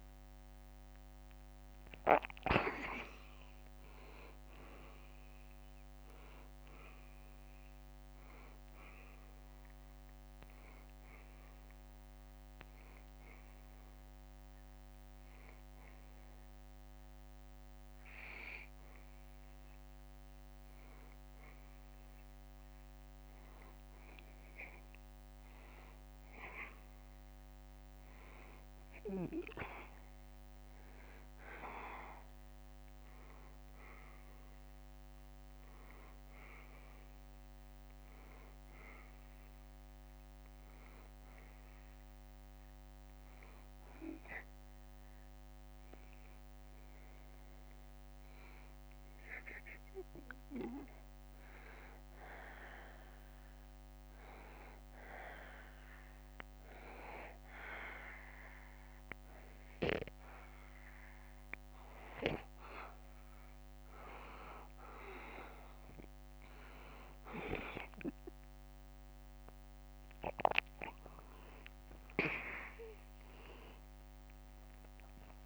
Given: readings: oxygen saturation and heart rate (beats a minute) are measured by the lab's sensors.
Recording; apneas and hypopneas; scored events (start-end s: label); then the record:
breathing in sleep by a microphone on the trachea; 1
0.00-1.00 s: arousal
0.00-21.00 s: oxygen desaturation (device-marked, oxygen 89% lowest, heart rate 71 extreme)
1.00-12.00 s: drop in pulse transit time (device-marked, heart rate 71 before, 76 extreme)
2.00-62.00 s: new sleep stage, N1 (lightest sleep)
51.50-62.00 s: obstructive apnea (oxygen 95% before, 91% lowest, heart rate 73 before, 72 extreme, up 1 after)
62.00-75.46 s: new sleep stage, awake
From the record:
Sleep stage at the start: N2 (light sleep); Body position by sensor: on the back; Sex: male